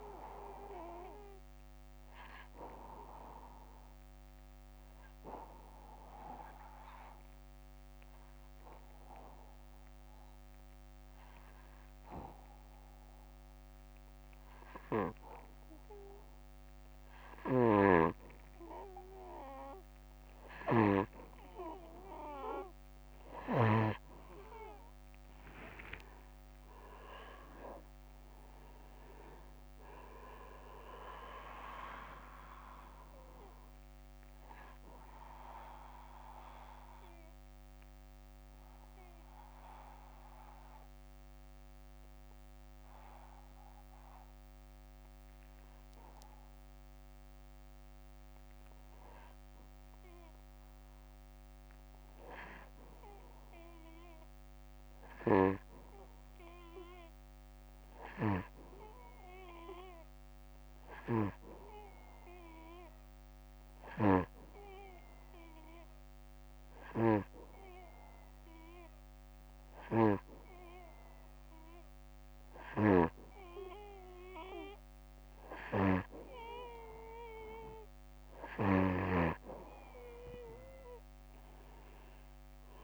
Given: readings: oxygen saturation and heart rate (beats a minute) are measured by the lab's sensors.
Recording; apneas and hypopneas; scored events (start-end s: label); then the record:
breathing in sleep by a microphone on the trachea; 2
2.50-18.00 s: obstructive apnea (oxygen 97% before, 93% lowest, heart rate 64 before, 56 extreme, up 12 after)
17.00-23.00 s: snoring (device-marked)
25.00-29.00 s: arousal
34.00-47.50 s: obstructive apnea (oxygen 97% before, 93% lowest, heart rate 66 before, 55 extreme, up 7 after)
50.50-54.00 s: arousal
72.00-78.50 s: snoring (device-marked)
From the record:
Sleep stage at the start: N2 (light sleep); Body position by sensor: on the back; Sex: male